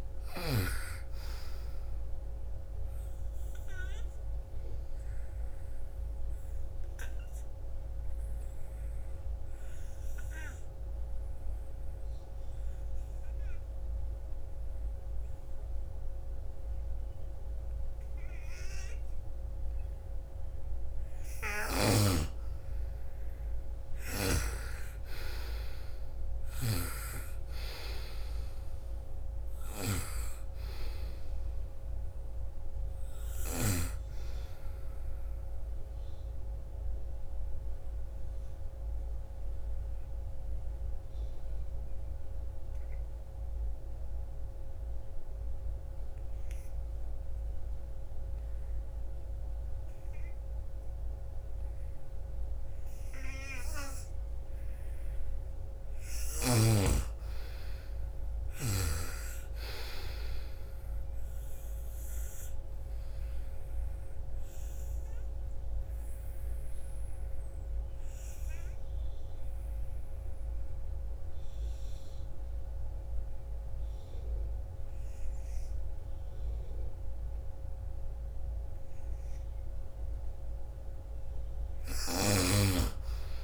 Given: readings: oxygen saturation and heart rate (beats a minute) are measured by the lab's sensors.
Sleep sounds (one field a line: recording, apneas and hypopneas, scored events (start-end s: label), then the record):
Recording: breathing in sleep by a room microphone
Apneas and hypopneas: 3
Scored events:
1.00-16.00 s: oxygen desaturation (device-marked, oxygen 98% before, 86% lowest, heart rate 60 before, 49 extreme)
3.00-20.00 s: obstructive apnea (oxygen 99% before, 86% lowest, heart rate 61 before, 49 extreme, up 10 after)
21.00-24.00 s: arousal
21.00-26.00 s: snoring (device-marked)
28.00-41.00 s: oxygen desaturation (device-marked, oxygen 98% before, 89% lowest, heart rate 56 before, 39 extreme)
34.50-54.00 s: obstructive apnea (oxygen 98% before, 86% lowest, heart rate 57 before, 39 extreme, up 27 after)
53.00-76.00 s: oxygen desaturation (device-marked, oxygen 98% before, 88% lowest, heart rate 54 before, 55 extreme)
55.00-59.50 s: arousal
62.00-79.00 s: obstructive apnea (oxygen 98% before, 85% lowest, heart rate 53 before, 55 extreme, up 7 after)
82.00-83.44 s: arousal
From the record:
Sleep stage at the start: N2 (light sleep)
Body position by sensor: on the right side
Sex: female